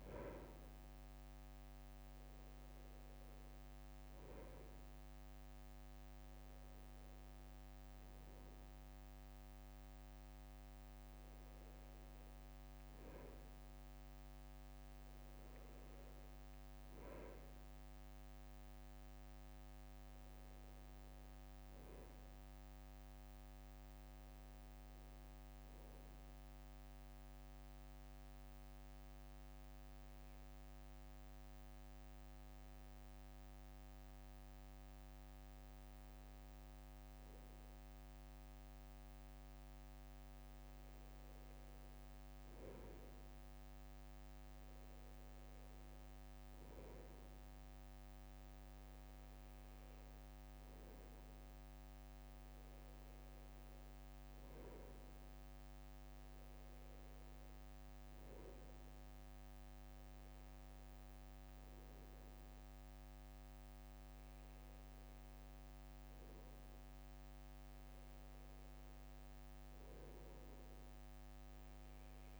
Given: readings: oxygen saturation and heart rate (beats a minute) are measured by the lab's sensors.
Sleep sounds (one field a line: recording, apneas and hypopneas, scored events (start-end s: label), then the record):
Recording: breathing in sleep, hard to hear, by a microphone on the trachea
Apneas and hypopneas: 1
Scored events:
19.00-22.50 s: arousal
25.50-40.00 s: obstructive apnea (oxygen 97% before, 96% lowest, heart rate 64 before, 62 extreme, up 2 after)
43.50-46.50 s: arousal
67.50-69.00 s: leg movement (device-marked)
From the record:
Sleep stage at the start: N1 (lightest sleep)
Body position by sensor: on the right side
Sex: male